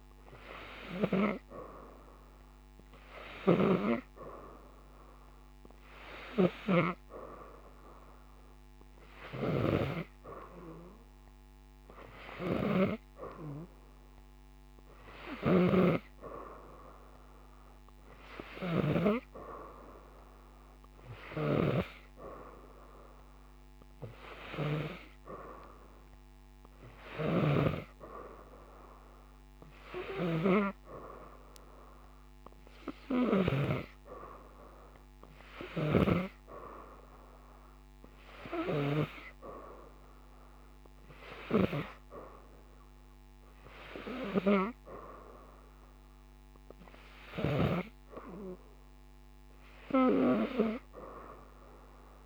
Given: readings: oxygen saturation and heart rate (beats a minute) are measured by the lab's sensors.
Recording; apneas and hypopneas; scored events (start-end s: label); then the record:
breathing in sleep by a microphone on the trachea; none
15.00-33.50 s: snoring (device-marked)
From the record:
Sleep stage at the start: N2 (light sleep); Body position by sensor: upright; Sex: female